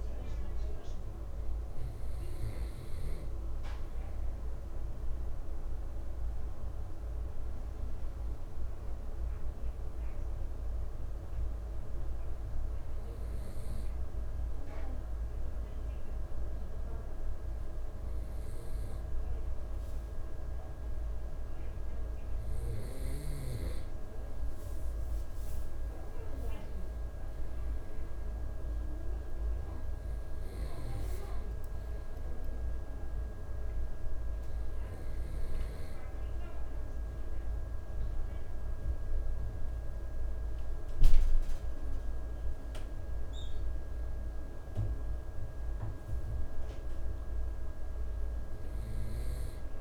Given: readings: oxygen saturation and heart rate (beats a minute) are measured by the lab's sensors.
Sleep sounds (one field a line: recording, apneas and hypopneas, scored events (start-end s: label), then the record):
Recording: breathing in sleep, hard to hear, by a room microphone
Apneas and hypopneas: none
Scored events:
none scored
From the record:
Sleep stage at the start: N2 (light sleep)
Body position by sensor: on the right side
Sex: male